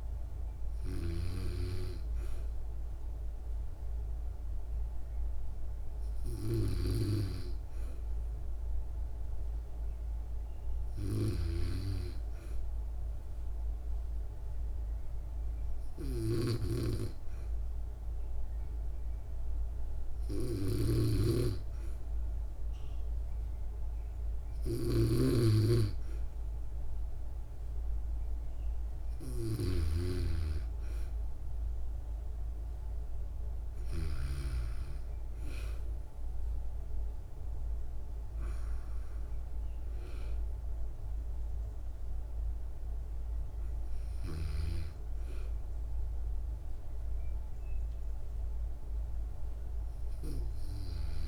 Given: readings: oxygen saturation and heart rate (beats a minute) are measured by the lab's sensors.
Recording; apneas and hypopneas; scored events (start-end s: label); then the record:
breathing in sleep by a room microphone; none
0.00-29.00 s: snoring (device-marked)
From the record:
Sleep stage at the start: N2 (light sleep); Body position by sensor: on the back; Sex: female